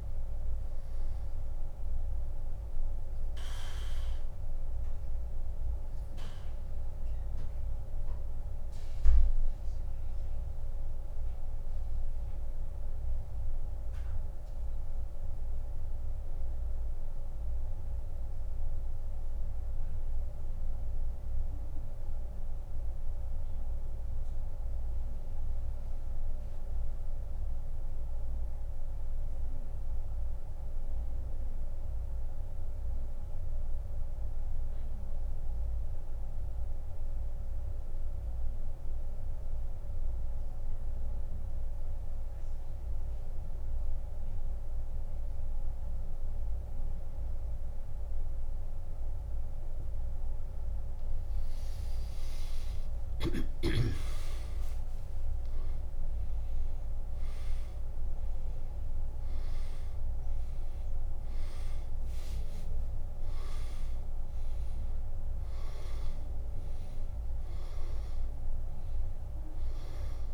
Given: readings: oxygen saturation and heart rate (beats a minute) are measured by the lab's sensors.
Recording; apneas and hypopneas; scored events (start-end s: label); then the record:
breathing in sleep, hard to hear, by a room microphone; 1
9.00-40.00 s: oxygen desaturation (device-marked, oxygen 95% before, 87% lowest, heart rate 87 before, 66 extreme)
13.00-48.50 s: mixed apnea (oxygen 97% before, 85% lowest, heart rate 87 before, 66 extreme, up 48 after)
52.50-56.50 s: arousal
65.00-70.34 s: oxygen desaturation (device-marked, oxygen 96% before, 92% lowest, heart rate 102 before, 69 extreme)
From the record:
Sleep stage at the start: N2 (light sleep); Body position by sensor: on the back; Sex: male